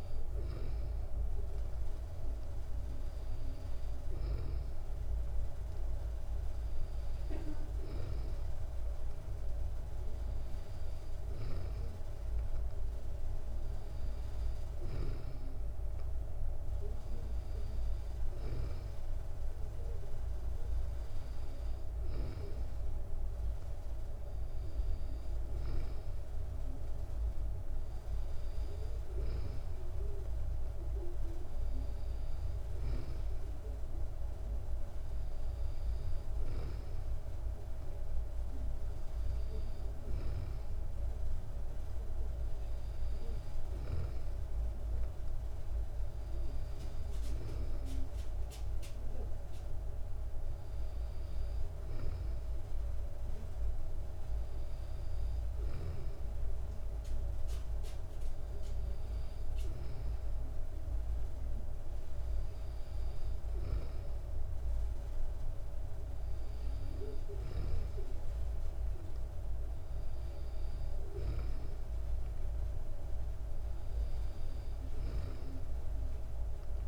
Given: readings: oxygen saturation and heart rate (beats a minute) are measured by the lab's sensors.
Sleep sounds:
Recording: breathing in sleep, hard to hear, by a room microphone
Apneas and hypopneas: none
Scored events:
none scored
From the record:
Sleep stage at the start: N2 (light sleep)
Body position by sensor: on the back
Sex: female

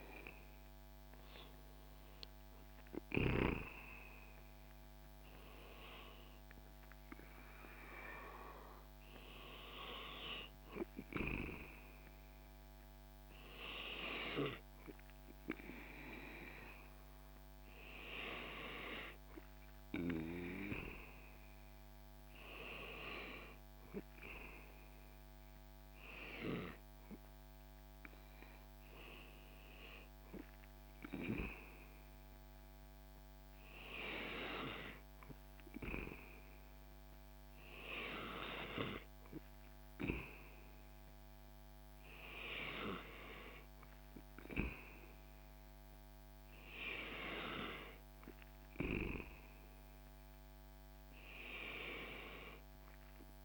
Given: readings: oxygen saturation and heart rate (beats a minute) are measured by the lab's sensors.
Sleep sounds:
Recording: breathing in sleep by a microphone on the trachea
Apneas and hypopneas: none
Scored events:
none scored
From the record:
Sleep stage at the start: N2 (light sleep)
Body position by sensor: on the back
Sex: male

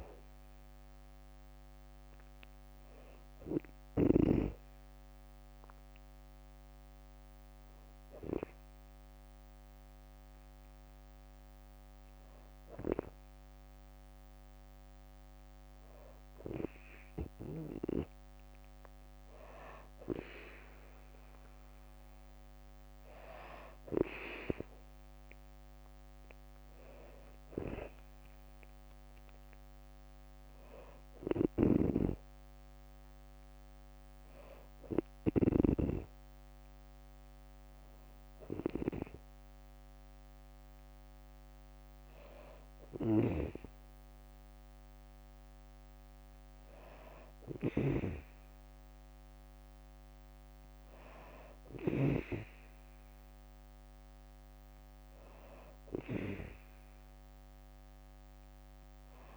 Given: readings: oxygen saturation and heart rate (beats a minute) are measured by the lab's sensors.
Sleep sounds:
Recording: breathing in sleep by a microphone on the trachea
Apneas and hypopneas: none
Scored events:
0.00-9.50 s: drop in pulse transit time (device-marked, heart rate 62 extreme)
24.00-27.50 s: arousal
26.50-37.50 s: drop in pulse transit time (device-marked, heart rate 63 before, 65 extreme)
30.50-35.00 s: snoring (device-marked)
42.50-51.50 s: snoring (device-marked)
From the record:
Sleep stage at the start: N2 (light sleep)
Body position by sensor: on the back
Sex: female

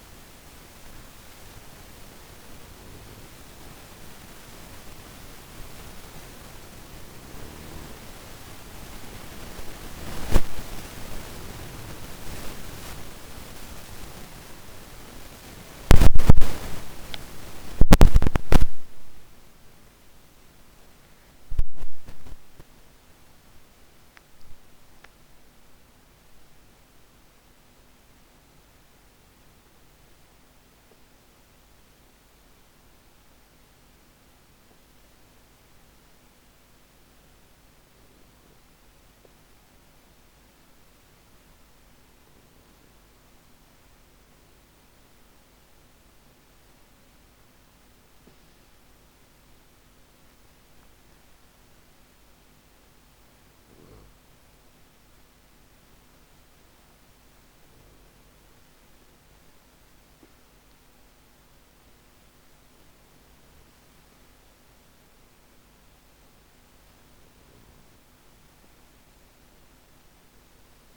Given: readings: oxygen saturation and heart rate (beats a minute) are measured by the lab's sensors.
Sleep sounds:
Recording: a person partly awake in a sleep study, by a microphone on the trachea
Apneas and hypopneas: none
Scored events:
26.50-56.50 s: new sleep stage, awake
56.50-70.97 s: new sleep stage, N2 (light sleep)
From the record:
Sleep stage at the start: N2 (light sleep)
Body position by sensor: on the back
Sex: male

